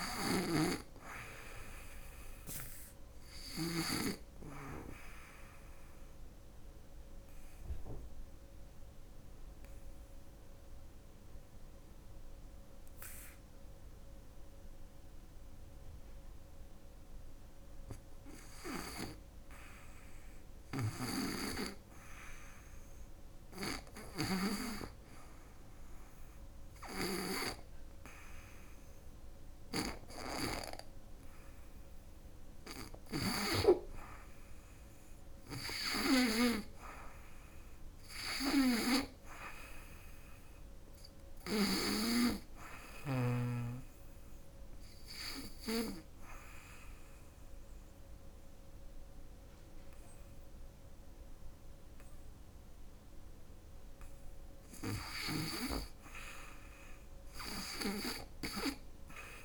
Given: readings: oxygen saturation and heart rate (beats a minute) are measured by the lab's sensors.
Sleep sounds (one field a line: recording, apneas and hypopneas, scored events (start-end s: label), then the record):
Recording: breathing in sleep by a room microphone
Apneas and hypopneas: 2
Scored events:
0.00-3.00 s: snoring (device-marked)
5.00-17.50 s: obstructive apnea (oxygen 99% before, 92% lowest, heart rate 82 before, 64 extreme, up 4 after)
10.50-26.50 s: oxygen desaturation (device-marked, oxygen 99% before, 95% lowest, heart rate 80 before, 64 extreme)
23.50-27.50 s: arousal
26.00-32.50 s: snoring (device-marked)
38.50-59.45 s: oxygen desaturation (device-marked, oxygen 99% before, 92% lowest, heart rate 75 before, 73 extreme)
42.00-54.00 s: obstructive apnea (oxygen 99% before, 89% lowest, heart rate 78 before, 73 extreme, up 3 after)
56.00-59.45 s: arousal
From the record:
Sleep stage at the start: N2 (light sleep)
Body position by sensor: on the back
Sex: female